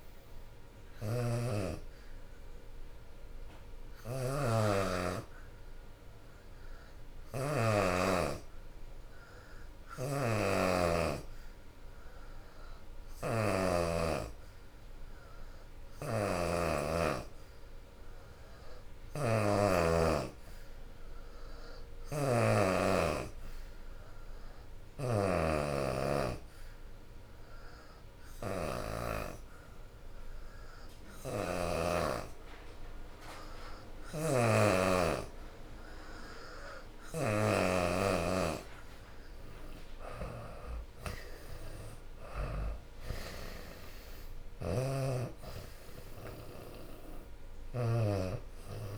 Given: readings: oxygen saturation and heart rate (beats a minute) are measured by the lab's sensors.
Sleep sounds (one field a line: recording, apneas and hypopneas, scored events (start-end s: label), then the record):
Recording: breathing in sleep by a room microphone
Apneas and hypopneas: 1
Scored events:
0.00-1.00 s: drop in pulse transit time (device-marked, heart rate 77 extreme)
0.00-7.00 s: oxygen desaturation (device-marked, oxygen 84% lowest, heart rate 63 extreme)
1.50-37.50 s: hypopnea (oxygen 91% before, 82% lowest, heart rate 82 before, 63 extreme, up 23 after)
13.00-48.98 s: oxygen desaturation (device-marked, oxygen 92% before, 82% lowest, heart rate 79 before, 63 extreme)
19.50-21.50 s: long interval between heartbeats (device-marked, heart rate 77 before, 75 extreme)
38.00-48.98 s: drop in pulse transit time (device-marked, heart rate 71 before, 76 extreme)
40.00-43.50 s: arousal
From the record:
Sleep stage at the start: N2 (light sleep)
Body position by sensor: on the back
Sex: female